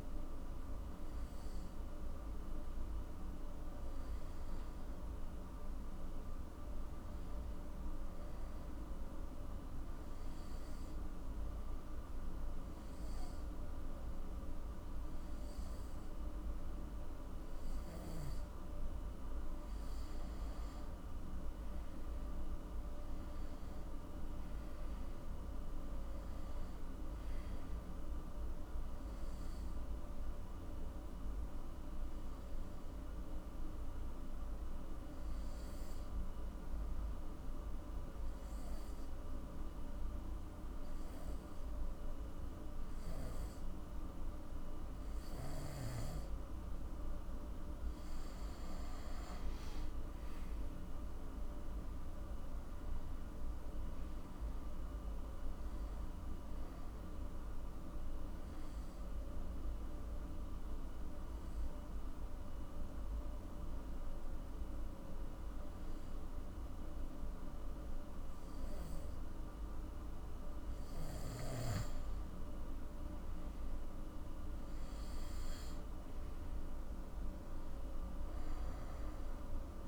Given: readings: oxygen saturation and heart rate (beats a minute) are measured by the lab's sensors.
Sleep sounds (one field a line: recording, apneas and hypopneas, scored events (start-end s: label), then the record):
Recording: breathing in sleep, hard to hear, by a room microphone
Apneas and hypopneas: 3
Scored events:
9.00-20.00 s: hypopnea (oxygen 97% before, 92% lowest, heart rate 61 before, 52 extreme, up 14 after)
22.50-41.50 s: oxygen desaturation (device-marked, oxygen 97% before, 92% lowest, heart rate 58 before, 48 extreme)
23.00-26.50 s: arousal
36.50-48.00 s: obstructive apnea (oxygen 97% before, 92% lowest, heart rate 60 before, 48 extreme, up 8 after)
51.00-54.50 s: arousal
54.50-76.50 s: oxygen desaturation (device-marked, oxygen 97% before, 92% lowest, heart rate 58 before, 48 extreme)
59.00-71.00 s: hypopnea (oxygen 97% before, 91% lowest, heart rate 58 before, 50 extreme, up 14 after)
73.50-77.50 s: arousal
From the record:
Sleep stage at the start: N2 (light sleep)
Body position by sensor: on the back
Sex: male